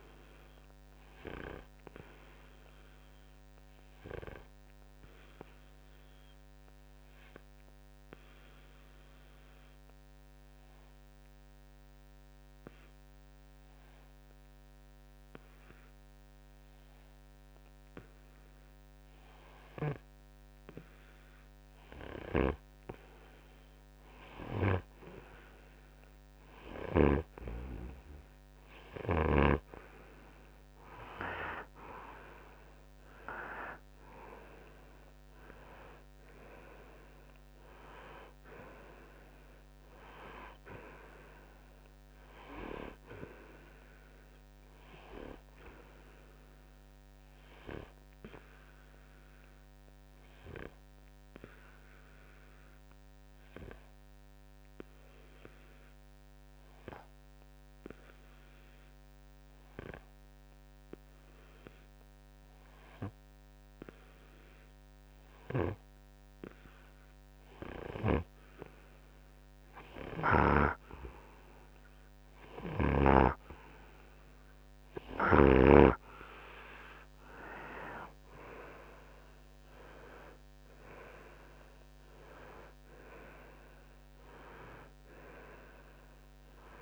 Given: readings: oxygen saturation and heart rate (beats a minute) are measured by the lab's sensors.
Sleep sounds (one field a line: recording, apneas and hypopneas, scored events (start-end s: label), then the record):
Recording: breathing in sleep by a microphone on the trachea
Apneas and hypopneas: 2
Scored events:
0.00-20.50 s: oxygen desaturation (device-marked, oxygen 90% lowest, heart rate 57 extreme)
2.50-22.50 s: obstructive apnea (oxygen 97% before, 90% lowest, heart rate 65 before, 57 extreme, up 7 after)
26.00-29.50 s: arousal
35.50-65.50 s: oxygen desaturation (device-marked, oxygen 96% before, 90% lowest, heart rate 62 before, 58 extreme)
46.50-68.00 s: obstructive apnea (oxygen 96% before, 90% lowest, heart rate 67 before, 58 extreme, up 6 after)
72.50-76.00 s: snoring (device-marked)
77.50-81.50 s: arousal
78.50-86.82 s: oxygen desaturation (device-marked, oxygen 96% before, 90% lowest, heart rate 62 before, 57 extreme)
From the record:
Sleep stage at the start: N2 (light sleep)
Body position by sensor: on the front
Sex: male